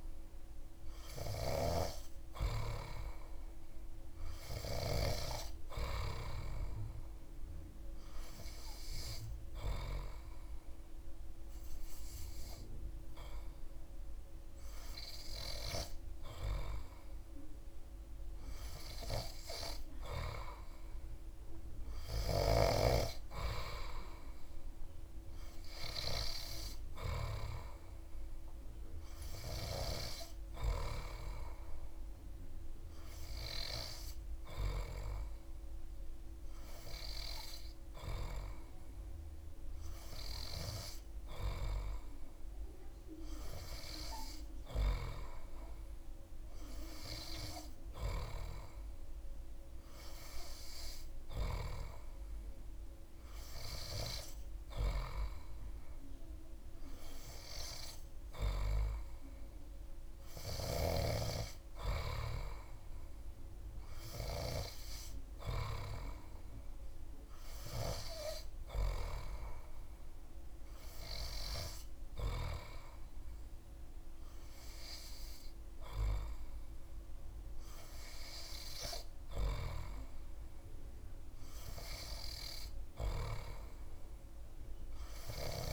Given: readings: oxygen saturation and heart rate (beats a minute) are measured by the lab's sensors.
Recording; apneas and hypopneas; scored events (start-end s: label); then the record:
breathing in sleep by a room microphone; none
none scored
From the record:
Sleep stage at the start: N3 (deep sleep); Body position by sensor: on the back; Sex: male